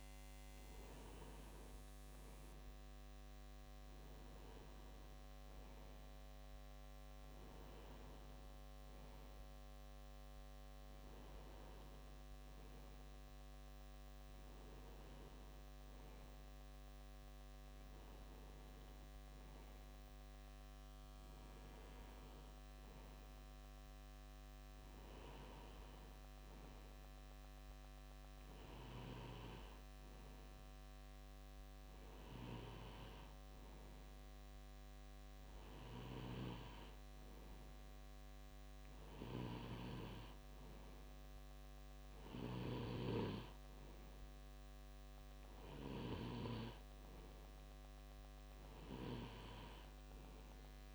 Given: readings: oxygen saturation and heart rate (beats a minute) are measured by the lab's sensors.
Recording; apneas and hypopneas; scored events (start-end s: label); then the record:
breathing in sleep by a microphone on the trachea; none
none scored
From the record:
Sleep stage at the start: N2 (light sleep); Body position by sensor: on the left side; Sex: male